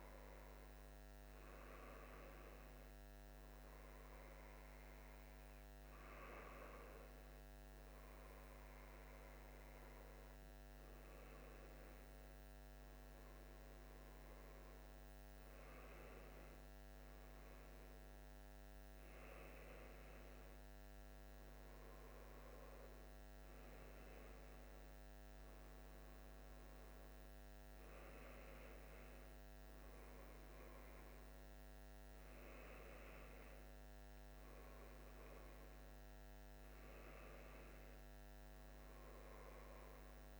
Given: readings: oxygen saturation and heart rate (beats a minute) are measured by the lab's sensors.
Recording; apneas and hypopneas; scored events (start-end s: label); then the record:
breathing in sleep, hard to hear, by a microphone on the trachea; none
none scored
From the record:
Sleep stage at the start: N1 (lightest sleep); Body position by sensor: on the left side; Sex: male